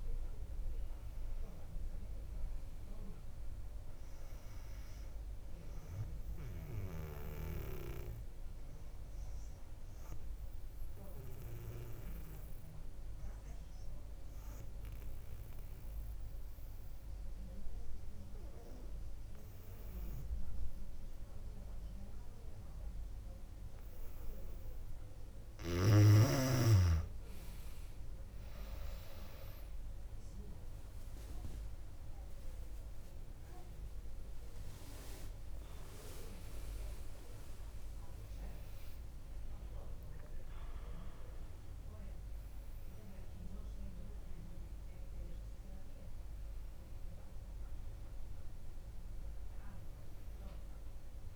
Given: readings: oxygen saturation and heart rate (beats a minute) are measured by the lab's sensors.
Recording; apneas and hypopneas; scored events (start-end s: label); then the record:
breathing in sleep by a room microphone; 1
7.50-24.00 s: obstructive apnea (oxygen 100% before, 95% lowest, heart rate 65 before, 59 extreme, up 5 after)
32.50-34.50 s: long interval between heartbeats (device-marked, heart rate 62 before, 73 extreme)
33.50-40.00 s: arousal
35.00-51.36 s: oxygen desaturation (device-marked, oxygen 99% before, 95% lowest, heart rate 64 before, 58 extreme)
From the record:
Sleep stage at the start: N2 (light sleep); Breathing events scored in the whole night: 226 in 3.5 hours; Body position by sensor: on the back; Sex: female